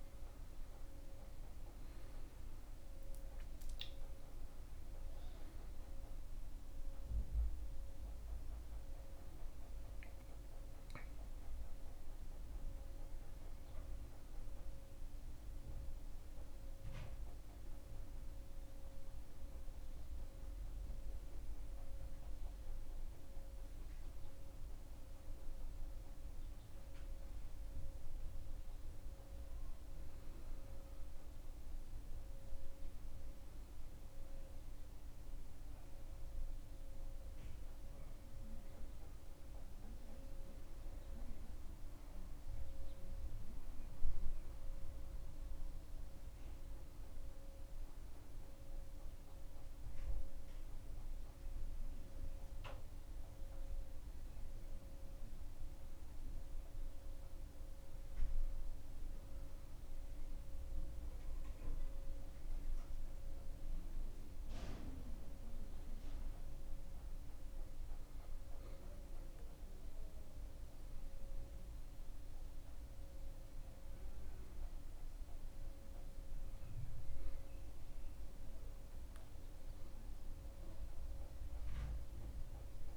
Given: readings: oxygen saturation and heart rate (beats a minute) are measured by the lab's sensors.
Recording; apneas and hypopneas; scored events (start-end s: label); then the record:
breathing in sleep, hard to hear, by a room microphone; none
26.50-56.50 s: new sleep stage, N1 (lightest sleep)
56.50-82.97 s: new sleep stage, N2 (light sleep)
From the record:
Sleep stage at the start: N2 (light sleep); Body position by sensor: on the back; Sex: male